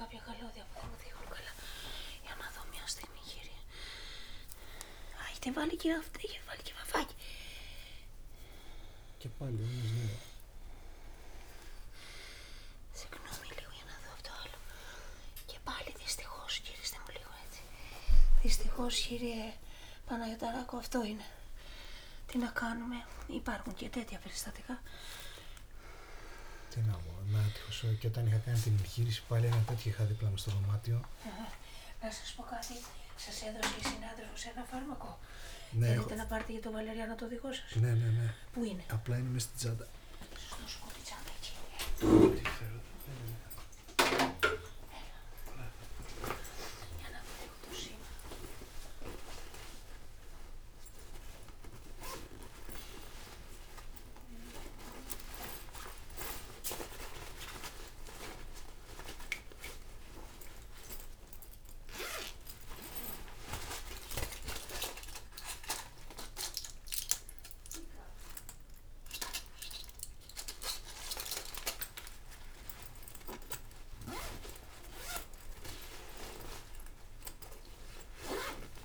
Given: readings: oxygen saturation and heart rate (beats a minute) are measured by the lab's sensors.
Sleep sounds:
a person awake in a sleep study, by a room microphone; none
24.00-28.00 s: snoring (device-marked)
From the record:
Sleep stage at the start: awake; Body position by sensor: on the right side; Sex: male

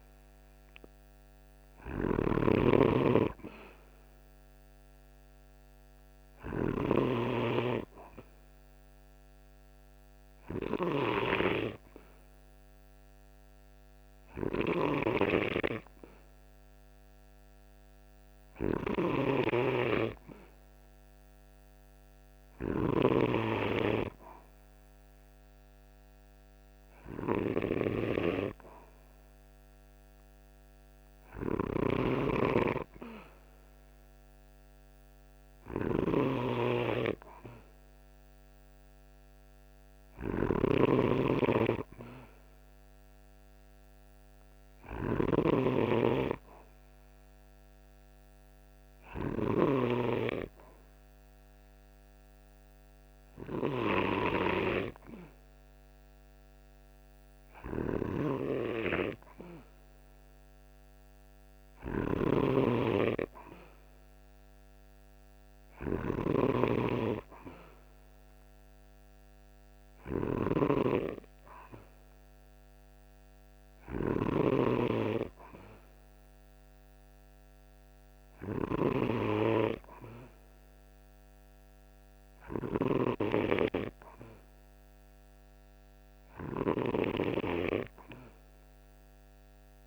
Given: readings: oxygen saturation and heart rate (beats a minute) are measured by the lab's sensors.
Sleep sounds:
breathing in sleep by a microphone on the trachea; none
0.00-6.50 s: snoring (device-marked)
14.00-49.50 s: snoring (device-marked)
57.50-89.86 s: snoring (device-marked)
From the record:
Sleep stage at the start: N2 (light sleep); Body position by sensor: on the right side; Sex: male

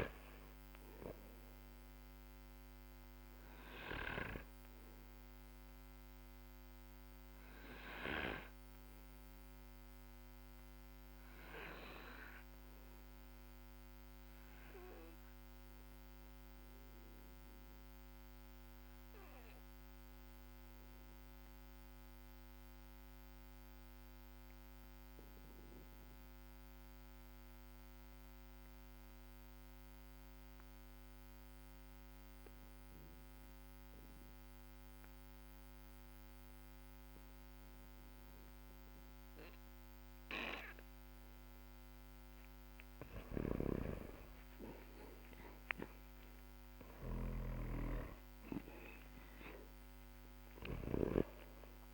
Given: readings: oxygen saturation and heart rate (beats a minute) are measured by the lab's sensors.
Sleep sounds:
breathing in sleep by a microphone on the trachea; 1
0.00-24.00 s: oxygen desaturation (device-marked, oxygen 94% lowest, heart rate 43 extreme)
3.50-40.00 s: obstructive apnea (oxygen 100% before, 92% lowest, heart rate 55 before, 48 extreme, up 8 after)
42.50-51.94 s: snoring (device-marked)
43.00-47.50 s: arousal
46.00-51.94 s: oxygen desaturation (device-marked, oxygen 98% before, 92% lowest, heart rate 57 before, 44 extreme)
From the record:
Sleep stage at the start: N2 (light sleep); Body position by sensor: on the back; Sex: male

